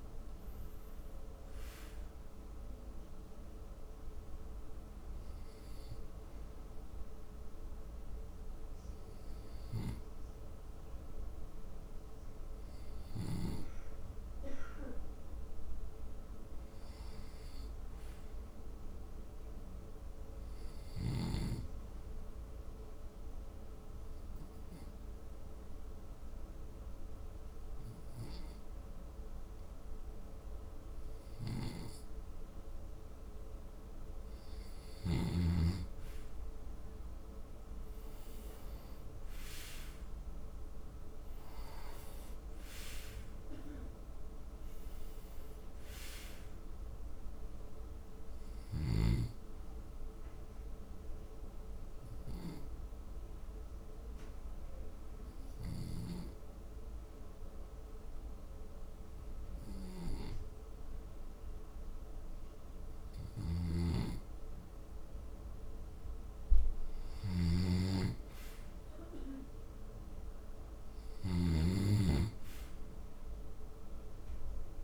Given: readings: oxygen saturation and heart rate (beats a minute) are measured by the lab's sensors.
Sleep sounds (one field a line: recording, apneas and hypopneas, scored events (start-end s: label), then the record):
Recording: breathing in sleep by a room microphone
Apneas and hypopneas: 3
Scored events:
0.00-15.00 s: oxygen desaturation (device-marked, oxygen 77% lowest, heart rate 58 extreme)
1.00-16.00 s: hypopnea (oxygen 92% before, 77% lowest, heart rate 70 before, 65 extreme, up 3 after)
17.50-20.00 s: arousal
22.00-34.50 s: obstructive apnea (oxygen 99% before, 88% lowest, heart rate 75 before, 65 extreme, up 9 after)
37.00-42.50 s: arousal
37.00-61.00 s: oxygen desaturation (device-marked, oxygen 95% before, 88% lowest, heart rate 69 before, 67 extreme)
50.50-64.50 s: obstructive apnea (oxygen 98% before, 81% lowest, heart rate 72 before, 66 extreme, up 1 after)
67.00-71.50 s: snoring (device-marked)
67.50-71.50 s: arousal
69.00-74.84 s: oxygen desaturation (device-marked, oxygen 97% before, 91% lowest, heart rate 73 before, 54 extreme)
From the record:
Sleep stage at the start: REM sleep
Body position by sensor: on the back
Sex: male